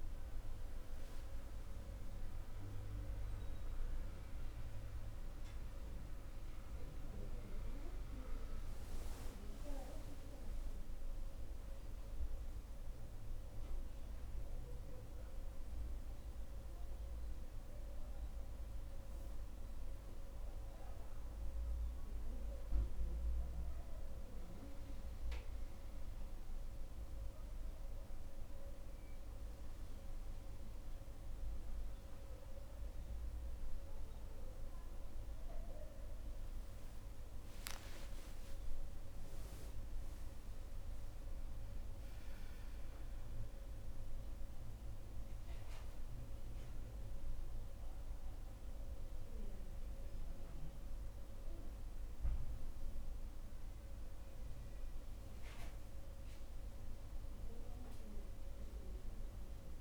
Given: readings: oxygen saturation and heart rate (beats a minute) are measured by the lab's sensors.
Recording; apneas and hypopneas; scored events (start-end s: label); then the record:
breathing in sleep, hard to hear, by a room microphone; none
33.50-37.50 s: arousal
From the record:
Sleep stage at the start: N1 (lightest sleep); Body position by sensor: on the back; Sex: female